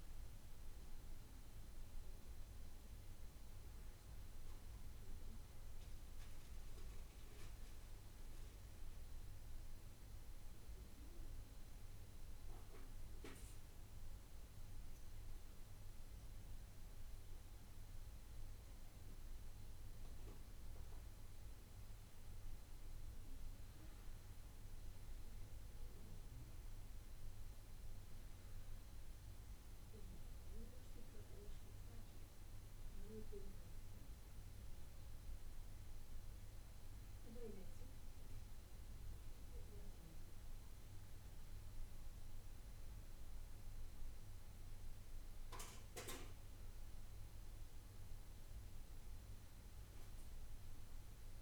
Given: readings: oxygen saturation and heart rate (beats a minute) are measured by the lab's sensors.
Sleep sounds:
breathing in sleep, hard to hear, by a room microphone; 1
9.00-21.00 s: obstructive apnea (oxygen 95% before, 93% lowest, heart rate 71 before, 68 extreme, up 3 after)
23.00-26.50 s: arousal
From the record:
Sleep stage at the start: N2 (light sleep); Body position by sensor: on the back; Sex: male

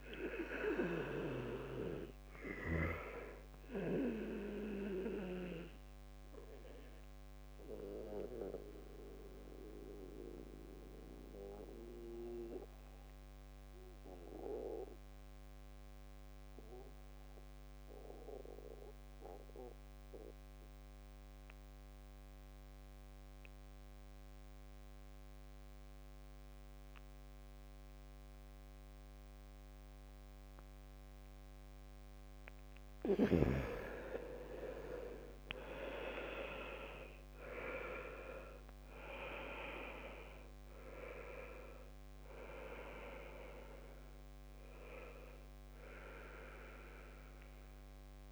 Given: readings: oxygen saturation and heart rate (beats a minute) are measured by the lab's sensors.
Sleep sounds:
breathing in sleep by a microphone on the trachea; 1
0.00-19.00 s: oxygen desaturation (device-marked, oxygen 83% lowest, heart rate 64 extreme)
5.00-31.50 s: mixed apnea (oxygen 98% before, 83% lowest, heart rate 68 before, 64 extreme, up 6 after)
33.00-37.00 s: arousal
34.00-48.32 s: oxygen desaturation (device-marked, oxygen 98% before, 83% lowest, heart rate 68 before, 65 extreme)
From the record:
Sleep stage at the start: N2 (light sleep); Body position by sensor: on the back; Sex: male

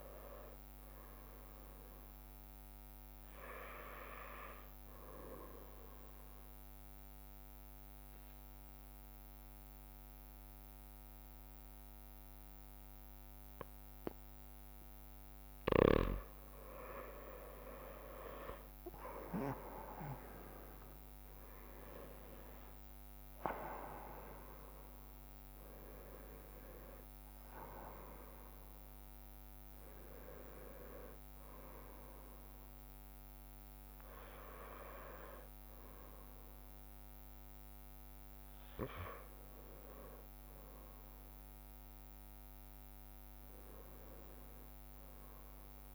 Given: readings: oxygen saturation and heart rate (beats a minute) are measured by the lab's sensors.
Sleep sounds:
breathing in sleep by a microphone on the trachea; 1
0.00-2.50 s: arousal
6.00-16.50 s: obstructive apnea (oxygen 97% before, 94% lowest, heart rate 62 before, 54 extreme, up 8 after)
17.50-21.50 s: arousal
19.50-39.50 s: oxygen desaturation (device-marked, oxygen 97% before, 94% lowest, heart rate 62 before, 39 extreme)
26.50-41.50 s: bradycardia (device-marked)
32.50-45.95 s: drop in pulse transit time (device-marked, heart rate 63 before, 54 extreme)
From the record:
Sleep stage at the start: N1 (lightest sleep); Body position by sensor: on the right side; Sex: male

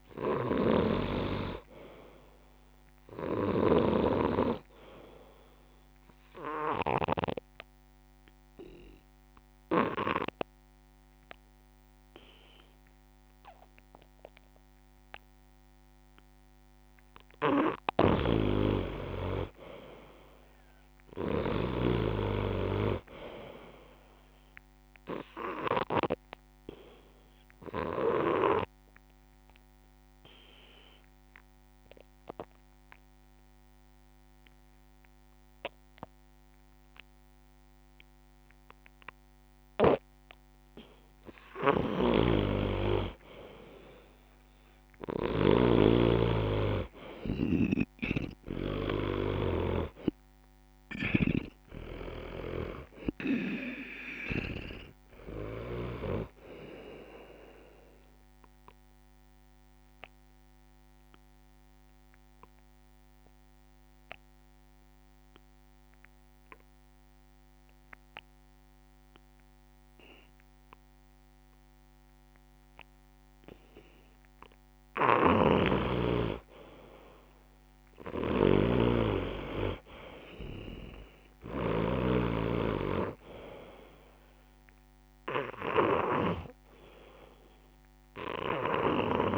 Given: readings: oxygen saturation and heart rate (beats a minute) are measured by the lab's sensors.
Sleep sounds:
breathing in sleep by a microphone on the trachea; 3
0.00-4.00 s: snoring (device-marked)
3.00-16.00 s: oxygen desaturation (device-marked, oxygen 96% before, 89% lowest)
6.50-17.50 s: obstructive apnea (oxygen 96% before, 88% lowest)
18.00-22.00 s: snoring (device-marked)
19.00-22.00 s: arousal
27.00-40.00 s: oxygen desaturation (device-marked, oxygen 96% before, 90% lowest)
28.50-39.50 s: obstructive apnea (oxygen 96% before, 88% lowest)
41.50-56.00 s: snoring (device-marked)
42.50-45.50 s: arousal
49.00-68.00 s: oxygen desaturation (device-marked, oxygen 96% before, 88% lowest)
59.00-73.50 s: obstructive apnea (oxygen 96% before, 88% lowest)
75.00-78.00 s: arousal
75.00-86.50 s: snoring (device-marked)
78.00-89.38 s: oxygen desaturation (device-marked, oxygen 97% before, 90% lowest)
From the record:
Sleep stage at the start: N2 (light sleep); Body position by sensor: on the back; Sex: male

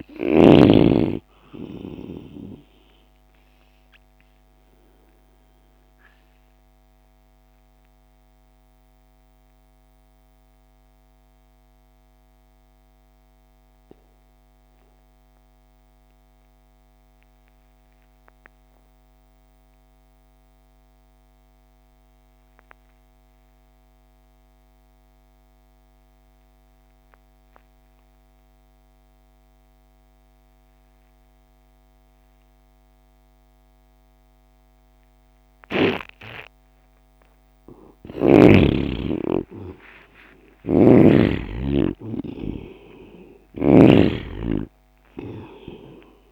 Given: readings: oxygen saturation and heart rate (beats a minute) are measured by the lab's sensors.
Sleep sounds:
breathing in sleep by a microphone on the trachea; 1
0.00-26.00 s: oxygen desaturation (device-marked, oxygen 83% lowest)
7.50-36.50 s: mixed apnea (oxygen 99% before, 83% lowest)
38.50-43.00 s: arousal
40.50-46.32 s: snoring (device-marked)
42.00-46.32 s: oxygen desaturation (device-marked, oxygen 97% before, 83% lowest)
From the record:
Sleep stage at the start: N2 (light sleep); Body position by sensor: on the right side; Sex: male

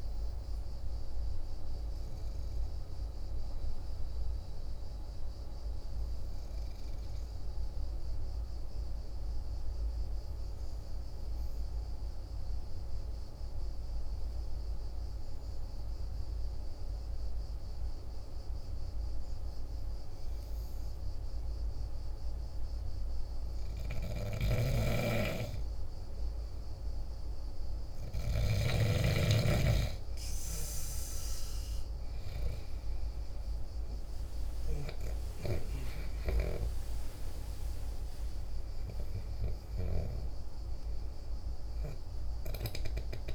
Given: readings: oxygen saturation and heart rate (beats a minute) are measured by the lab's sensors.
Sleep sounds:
breathing in sleep by a room microphone; 1
0.00-8.50 s: oxygen desaturation (device-marked, oxygen 89% lowest, heart rate 48 extreme)
6.50-23.00 s: hypopnea (oxygen 96% before, 91% lowest, heart rate 52 before, 48 extreme, up 3 after)
24.00-28.50 s: snoring (device-marked)
25.00-28.50 s: arousal
25.50-43.35 s: oxygen desaturation (device-marked, oxygen 99% before, 91% lowest, heart rate 48 before, 47 extreme)
From the record:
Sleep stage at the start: N2 (light sleep); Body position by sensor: on the back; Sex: male

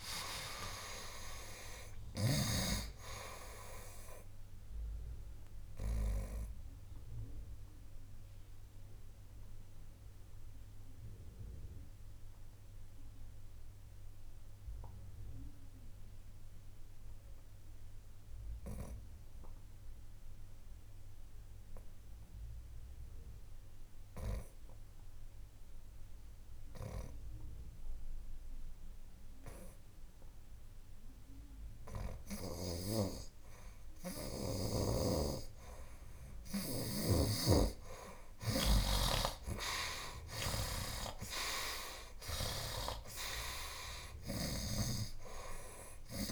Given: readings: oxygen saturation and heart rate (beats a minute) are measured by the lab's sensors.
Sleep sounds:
breathing in sleep by a room microphone; 1
0.00-1.50 s: arousal
7.50-34.50 s: obstructive apnea (oxygen 86% before, 72% lowest, heart rate 70 before, 57 extreme, up 17 after)
25.50-33.50 s: oxygen desaturation (device-marked, oxygen 81% before, 78% lowest, heart rate 64 before, 60 extreme)
35.50-46.32 s: oxygen desaturation (device-marked, oxygen 95% before, 72% lowest, heart rate 59 before, 56 extreme)
38.00-42.50 s: arousal
44.50-46.32 s: snoring (device-marked)
From the record:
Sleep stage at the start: N2 (light sleep); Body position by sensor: on the right side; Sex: male

